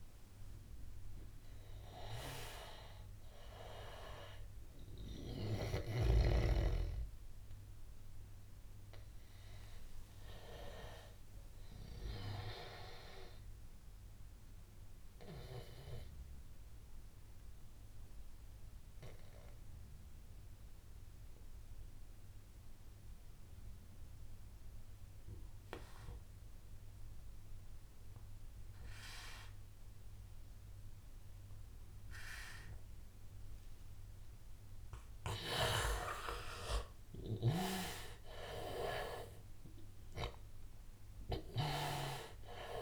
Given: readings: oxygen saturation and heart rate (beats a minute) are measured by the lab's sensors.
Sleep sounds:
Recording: breathing in sleep by a room microphone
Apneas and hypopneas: 1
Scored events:
0.00-3.00 s: arousal
0.00-16.00 s: oxygen desaturation (device-marked, oxygen 95% lowest, heart rate 83 extreme)
8.50-35.50 s: obstructive apnea (oxygen 99% before, 86% lowest, heart rate 91 before, 83 extreme, up 8 after)
28.00-42.82 s: oxygen desaturation (device-marked, oxygen 98% before, 90% lowest, heart rate 89 before, 83 extreme)
From the record:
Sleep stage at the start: N2 (light sleep)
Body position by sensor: on the back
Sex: male

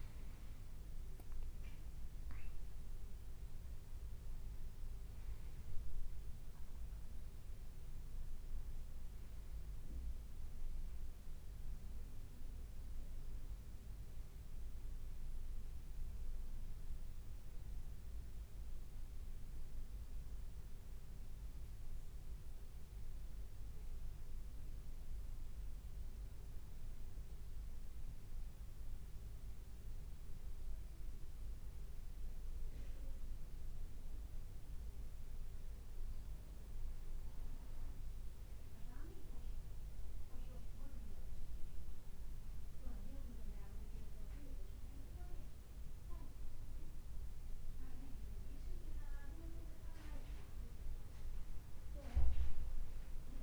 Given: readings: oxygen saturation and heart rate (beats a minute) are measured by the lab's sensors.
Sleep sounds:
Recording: breathing in sleep by a room microphone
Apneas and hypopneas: 1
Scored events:
0.00-2.00 s: arousal
23.50-36.50 s: obstructive apnea (oxygen 93% before, 92% lowest, heart rate 58 before, 51 extreme, up 3 after)
39.00-44.00 s: arousal
From the record:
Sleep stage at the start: N2 (light sleep)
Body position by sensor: on the back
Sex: male

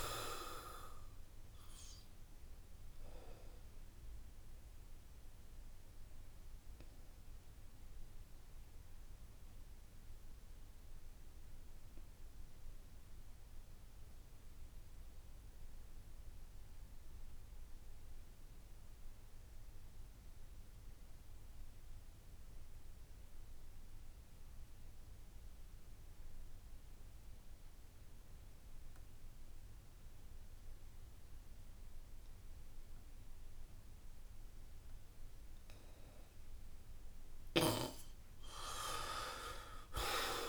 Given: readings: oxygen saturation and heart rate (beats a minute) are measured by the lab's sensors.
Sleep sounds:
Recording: breathing in sleep by a room microphone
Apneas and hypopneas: 1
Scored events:
0.00-20.50 s: oxygen desaturation (device-marked, oxygen 77% lowest, heart rate 64 extreme)
5.50-36.00 s: obstructive apnea (oxygen 98% before, 77% lowest, heart rate 73 before, 64 extreme, up 10 after)
10.00-12.00 s: long interval between heartbeats (device-marked, heart rate 73 before, 71 extreme)
14.00-16.00 s: long interval between heartbeats (device-marked, heart rate 72 before, 67 extreme)
19.50-21.50 s: long interval between heartbeats (device-marked, heart rate 70 before, 68 extreme)
22.00-24.00 s: long interval between heartbeats (device-marked, heart rate 70 before, 77 extreme)
25.50-40.49 s: oxygen desaturation (device-marked, oxygen 96% before, 77% lowest, heart rate 70 before, 66 extreme)
38.00-40.49 s: arousal
From the record:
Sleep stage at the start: N2 (light sleep)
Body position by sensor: on the back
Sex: male

